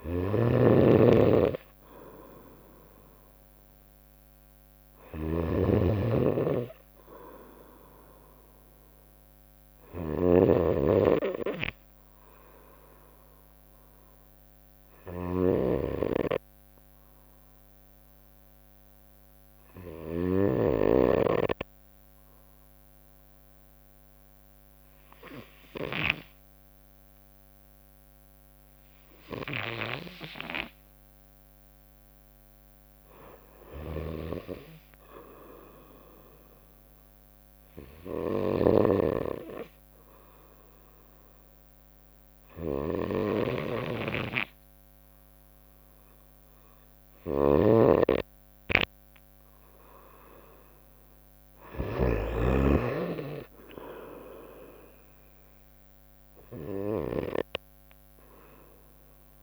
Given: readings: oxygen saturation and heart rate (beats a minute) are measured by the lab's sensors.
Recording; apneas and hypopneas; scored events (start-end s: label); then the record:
breathing in sleep by a microphone on the trachea; 2
0.00-20.50 s: snoring (device-marked)
11.00-28.50 s: obstructive apnea (oxygen 98% before, 91% lowest, heart rate 63 before, 59 extreme, up 2 after)
12.00-20.00 s: bradycardia (device-marked, heart rate 65 before, 59 extreme)
21.00-28.00 s: bradycardia (device-marked, heart rate 65 before, 59 extreme)
30.00-41.00 s: drop in pulse transit time (device-marked, heart rate 60 before, 59 extreme)
30.50-34.50 s: arousal
35.00-44.00 s: oxygen desaturation (device-marked, oxygen 96% before, 92% lowest, heart rate 59 before, 62 extreme)
38.50-49.50 s: obstructive apnea (oxygen 96% before, 91% lowest, heart rate 60 before, 63 extreme, up 6 after)
47.00-52.00 s: snoring (device-marked)
50.00-53.50 s: arousal
53.00-59.43 s: oxygen desaturation (device-marked, oxygen 95% before, 91% lowest, heart rate 63 before, 61 extreme)
54.00-59.43 s: drop in pulse transit time (device-marked, heart rate 63 before, 66 extreme)
From the record:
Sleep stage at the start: N2 (light sleep); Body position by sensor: on the right side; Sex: female